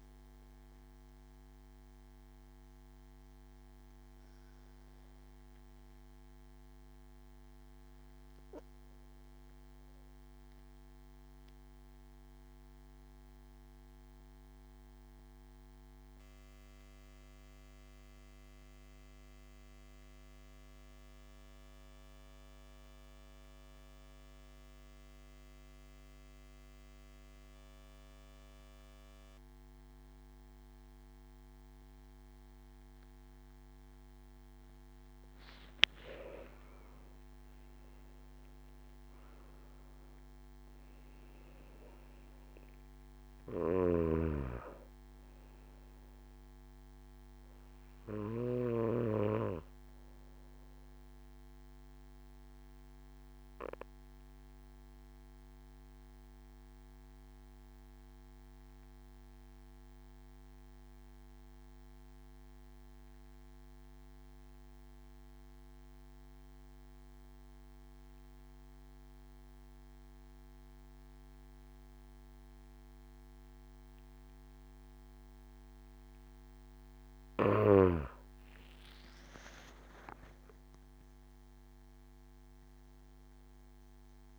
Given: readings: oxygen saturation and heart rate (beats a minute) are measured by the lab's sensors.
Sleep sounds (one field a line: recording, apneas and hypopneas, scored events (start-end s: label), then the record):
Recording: breathing in sleep by a microphone on the trachea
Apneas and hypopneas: 2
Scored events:
0.00-13.50 s: oxygen desaturation (device-marked, oxygen 92% lowest)
5.00-33.00 s: obstructive apnea (oxygen 96% before, 92% lowest)
30.50-59.50 s: oxygen desaturation (device-marked, oxygen 98% before, 94% lowest)
34.50-38.00 s: arousal
52.00-75.50 s: obstructive apnea (oxygen 98% before, 93% lowest)
76.50-80.00 s: arousal
77.50-84.39 s: oxygen desaturation (device-marked, oxygen 97% before, 93% lowest)
From the record:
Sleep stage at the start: N2 (light sleep)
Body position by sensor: on the back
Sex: male